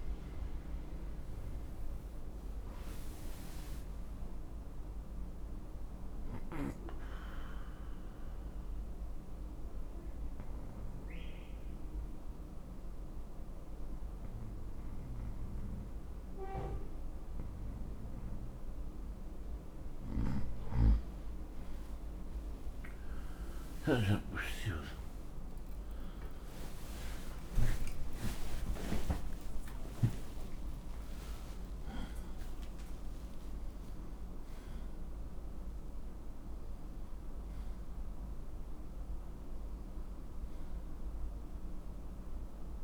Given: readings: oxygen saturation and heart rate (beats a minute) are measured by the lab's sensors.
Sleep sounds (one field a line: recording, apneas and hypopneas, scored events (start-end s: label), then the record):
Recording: breathing in sleep by a room microphone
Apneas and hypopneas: 1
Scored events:
5.00-19.50 s: obstructive apnea (oxygen 96% before, 85% lowest, heart rate 80 before, 61 extreme, up 15 after)
32.50-42.84 s: new sleep stage, awake
From the record:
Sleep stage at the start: N2 (light sleep)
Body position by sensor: on the right side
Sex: male